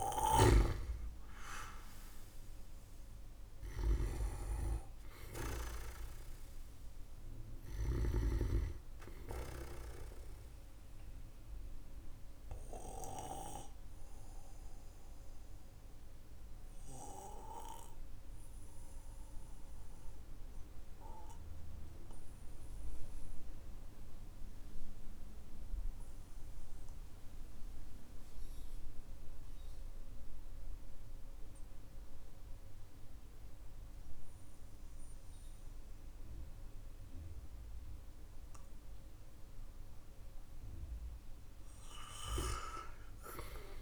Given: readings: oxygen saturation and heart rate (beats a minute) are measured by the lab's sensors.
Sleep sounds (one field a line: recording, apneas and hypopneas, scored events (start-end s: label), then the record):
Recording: breathing in sleep by a room microphone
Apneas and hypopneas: 1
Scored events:
0.00-7.50 s: snoring (device-marked)
2.50-28.50 s: oxygen desaturation (device-marked, oxygen 97% before, 93% lowest, heart rate 54 before, 45 extreme)
10.00-38.50 s: obstructive apnea (oxygen 99% before, 93% lowest, heart rate 53 before, 45 extreme, up 18 after)
42.00-43.82 s: arousal
From the record:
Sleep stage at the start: N2 (light sleep)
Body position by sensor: on the back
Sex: male